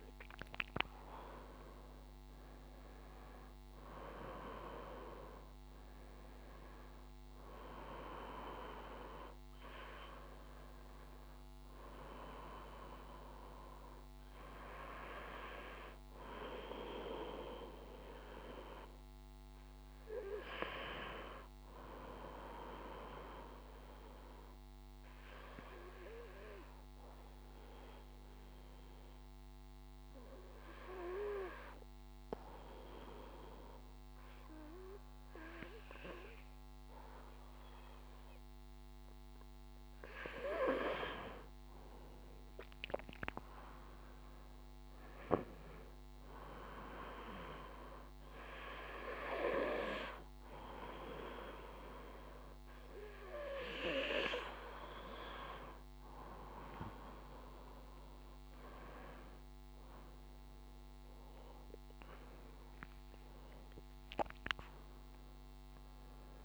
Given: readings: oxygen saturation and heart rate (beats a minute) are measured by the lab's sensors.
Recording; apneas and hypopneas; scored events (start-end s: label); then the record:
breathing in sleep by a microphone on the trachea; 1
0.00-2.00 s: arousal
23.50-38.00 s: obstructive apnea (oxygen 95% before, 93% lowest, heart rate 54 before, 51 extreme, up 3 after)
40.00-44.00 s: arousal
From the record:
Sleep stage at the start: N2 (light sleep); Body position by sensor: on the back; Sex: male